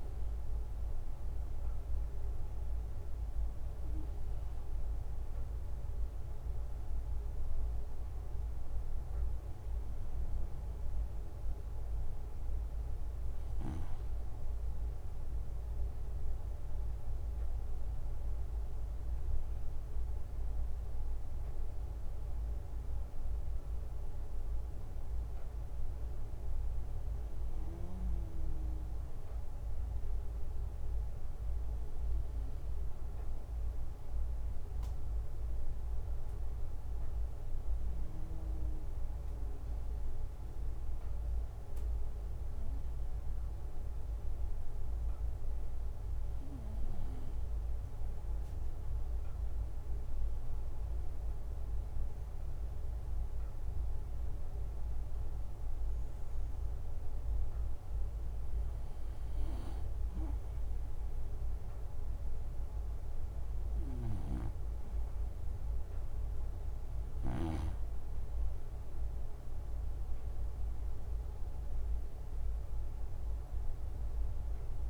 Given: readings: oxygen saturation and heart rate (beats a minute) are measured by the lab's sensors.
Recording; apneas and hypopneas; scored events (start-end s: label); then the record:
breathing in sleep, hard to hear, by a room microphone; 1
21.50-25.50 s: arousal
37.50-49.50 s: hypopnea (oxygen 95% before, 91% lowest, heart rate 64 before, 64 extreme, up 4 after)
51.50-56.00 s: arousal
63.50-67.00 s: snoring (device-marked)
From the record:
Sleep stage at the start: N2 (light sleep); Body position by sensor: on the right side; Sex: male